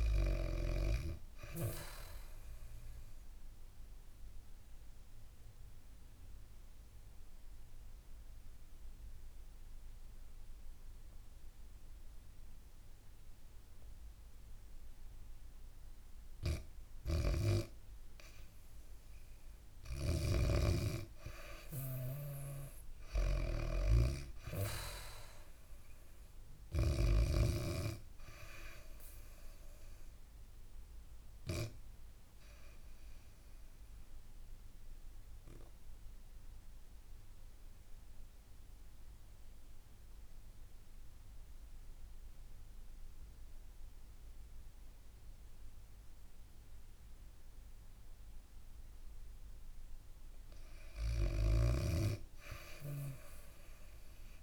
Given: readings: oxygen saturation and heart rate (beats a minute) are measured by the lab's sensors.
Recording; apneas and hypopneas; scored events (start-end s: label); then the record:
breathing in sleep by a room microphone; 2
1.50-15.00 s: obstructive apnea (oxygen 100% before, 89% lowest, heart rate 76 before, 67 extreme, up 3 after)
18.00-22.00 s: arousal
19.50-27.00 s: snoring (device-marked)
24.50-40.50 s: oxygen desaturation (device-marked, oxygen 99% before, 94% lowest, heart rate 70 before, 60 extreme)
28.00-49.00 s: obstructive apnea (oxygen 100% before, 89% lowest, heart rate 69 before, 60 extreme, up 7 after)
49.50-54.43 s: oxygen desaturation (device-marked, oxygen 98% before, 89% lowest, heart rate 71 before, 65 extreme)
51.00-54.43 s: snoring (device-marked)
52.00-54.43 s: arousal
From the record:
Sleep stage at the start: REM sleep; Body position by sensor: on the back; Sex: female